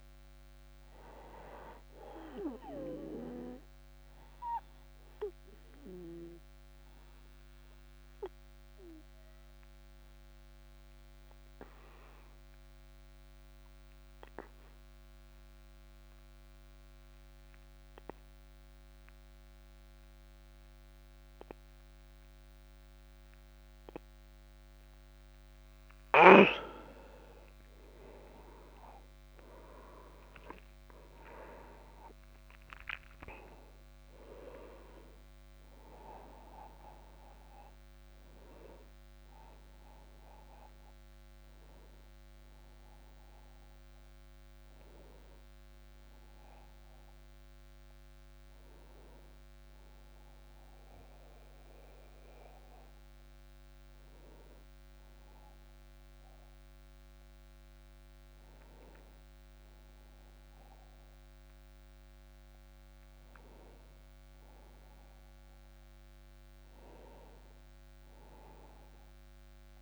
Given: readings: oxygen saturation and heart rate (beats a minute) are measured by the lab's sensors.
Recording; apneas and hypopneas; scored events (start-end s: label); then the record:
breathing in sleep by a microphone on the trachea; 1
0.00-2.50 s: arousal
7.00-25.00 s: obstructive apnea (oxygen 99% before, 89% lowest)
25.00-55.00 s: oxygen desaturation (device-marked, oxygen 97% before, 89% lowest)
27.50-32.00 s: arousal
From the record:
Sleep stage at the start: N2 (light sleep); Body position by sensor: on the back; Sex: male